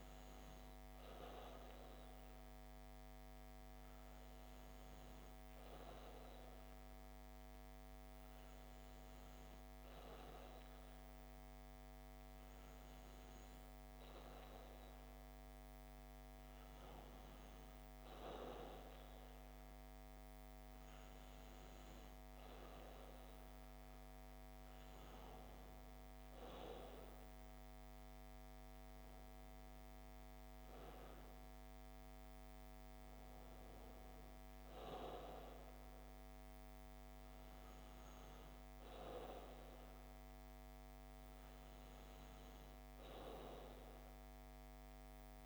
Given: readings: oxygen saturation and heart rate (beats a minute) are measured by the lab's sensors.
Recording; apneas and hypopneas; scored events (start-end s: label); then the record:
breathing in sleep by a microphone on the trachea; none
none scored
From the record:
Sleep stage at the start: N2 (light sleep); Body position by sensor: on the back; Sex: female